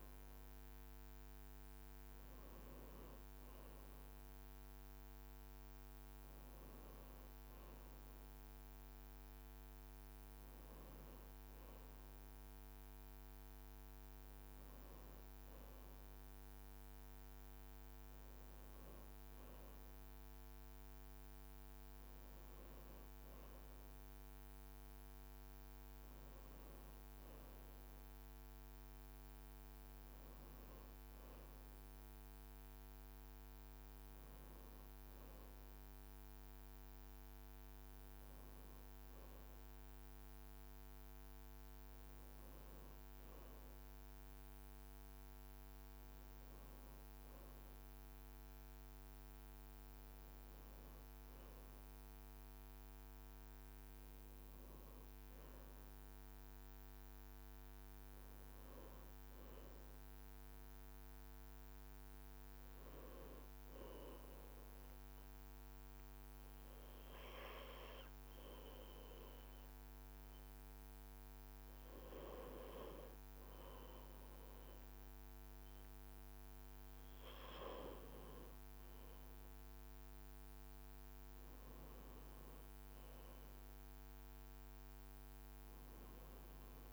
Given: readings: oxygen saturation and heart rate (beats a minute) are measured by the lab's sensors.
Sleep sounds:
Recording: breathing in sleep, hard to hear, by a microphone on the trachea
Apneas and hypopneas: 1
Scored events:
5.00-65.00 s: new sleep stage, N1 (lightest sleep)
51.00-56.00 s: arousal
60.50-75.50 s: hypopnea (oxygen 98% before, 94% lowest, heart rate 59 before, 54 extreme, up 2 after)
65.00-86.93 s: new sleep stage, N2 (light sleep)
78.50-83.50 s: arousal
From the record:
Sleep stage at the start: N2 (light sleep)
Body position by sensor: on the back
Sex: male

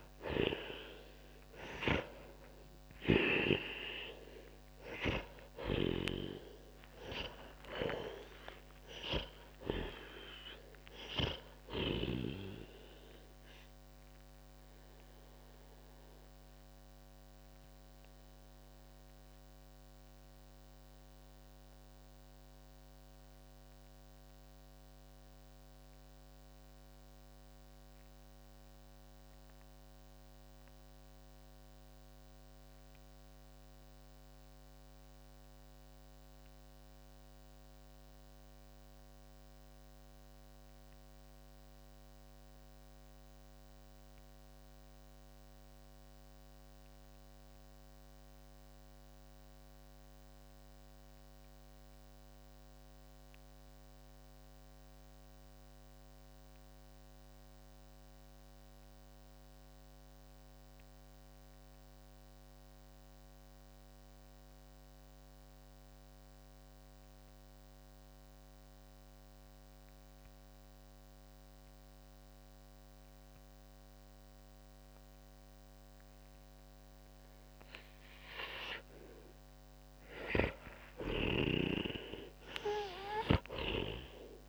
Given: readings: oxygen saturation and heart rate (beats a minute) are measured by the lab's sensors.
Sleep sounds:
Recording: breathing in sleep by a microphone on the trachea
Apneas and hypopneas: 1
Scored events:
0.00-2.50 s: arousal
0.00-3.50 s: snoring (device-marked)
0.00-46.50 s: oxygen desaturation (device-marked, oxygen 79% lowest, heart rate 38 extreme)
5.50-10.00 s: snoring (device-marked)
14.00-80.00 s: mixed apnea (oxygen 96% before, 79% lowest, heart rate 63 before, 38 extreme, up 21 after)
67.50-84.49 s: oxygen desaturation (device-marked, oxygen 99% before, 81% lowest, heart rate 46 before, 36 extreme)
81.00-84.49 s: arousal
81.00-84.49 s: snoring (device-marked)
From the record:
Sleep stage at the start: N2 (light sleep)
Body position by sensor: on the back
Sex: male

